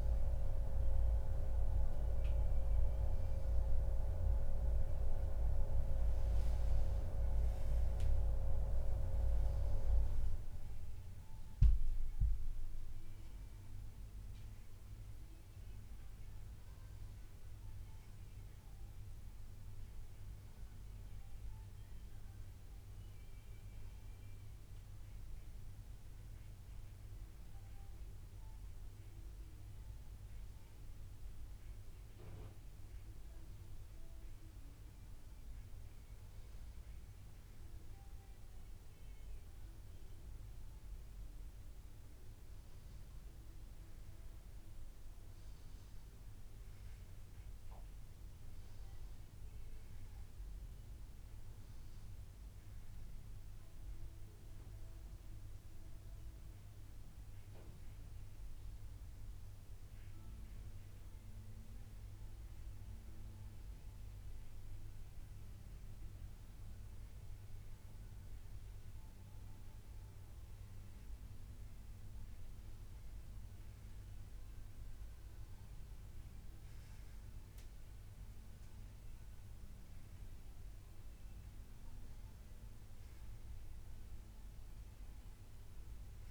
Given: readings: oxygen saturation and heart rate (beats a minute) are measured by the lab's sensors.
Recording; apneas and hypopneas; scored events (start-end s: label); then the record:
breathing in sleep by a room microphone; none
none scored
From the record:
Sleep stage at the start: N2 (light sleep); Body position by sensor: on the back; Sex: male